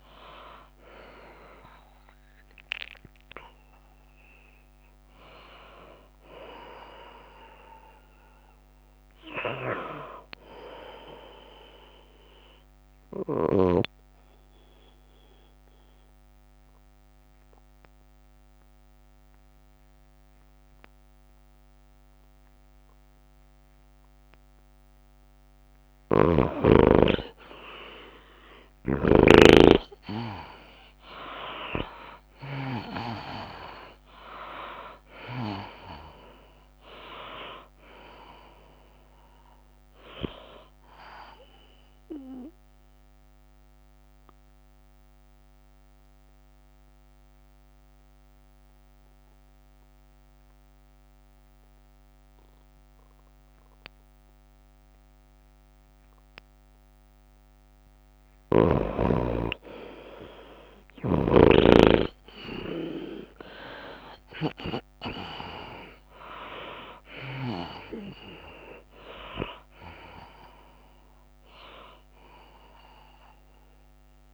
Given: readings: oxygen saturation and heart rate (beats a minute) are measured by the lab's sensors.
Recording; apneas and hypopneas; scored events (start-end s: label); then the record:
breathing in sleep by a microphone on the trachea; 2
0.00-9.00 s: drop in pulse transit time (device-marked, heart rate 107 extreme)
0.00-14.00 s: oxygen desaturation (device-marked, oxygen 77% lowest, heart rate 96 extreme)
0.00-74.34 s: tachycardia (device-marked, heart rate 168 extreme)
10.50-12.50 s: long interval between heartbeats (device-marked, heart rate 110 before, 117 extreme)
15.00-27.00 s: obstructive apnea (oxygen 97% before, 83% lowest, heart rate 116 before, 106 extreme, up 16 after)
17.00-19.00 s: long interval between heartbeats (device-marked, heart rate 116 before, 122 extreme)
21.00-23.00 s: long interval between heartbeats (device-marked, heart rate 118 before, 137 extreme)
26.00-28.00 s: long interval between heartbeats (device-marked, heart rate 122 before, 115 extreme)
27.00-50.00 s: oxygen desaturation (device-marked, oxygen 97% before, 83% lowest, heart rate 123 before, 106 extreme)
29.50-32.50 s: arousal
30.50-32.50 s: long interval between heartbeats (device-marked, heart rate 124 before, 128 extreme)
34.00-36.00 s: long interval between heartbeats (device-marked, heart rate 125 before, 130 extreme)
42.50-44.50 s: long interval between heartbeats (device-marked, heart rate 125 before, 115 extreme)
45.00-58.50 s: mixed apnea (oxygen 98% before, 78% lowest, heart rate 123 before, 115 extreme, up 36 after)
48.00-50.00 s: long interval between heartbeats (device-marked, heart rate 122 before, 110 extreme)
54.00-56.00 s: long interval between heartbeats (device-marked, heart rate 121 before, 126 extreme)
56.50-58.50 s: long interval between heartbeats (device-marked, heart rate 120 before, 135 extreme)
59.50-61.50 s: long interval between heartbeats (device-marked, heart rate 121 before, 140 extreme)
60.00-74.34 s: oxygen desaturation (device-marked, oxygen 97% before, 84% lowest, heart rate 122 before, 105 extreme)
61.00-64.00 s: arousal
64.00-66.00 s: long interval between heartbeats (device-marked, heart rate 129 before, 153 extreme)
68.00-74.34 s: drop in pulse transit time (device-marked, heart rate 135 before, 115 extreme)
70.00-72.00 s: long interval between heartbeats (device-marked, heart rate 135 before, 116 extreme)
From the record:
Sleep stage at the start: N2 (light sleep); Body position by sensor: on the back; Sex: female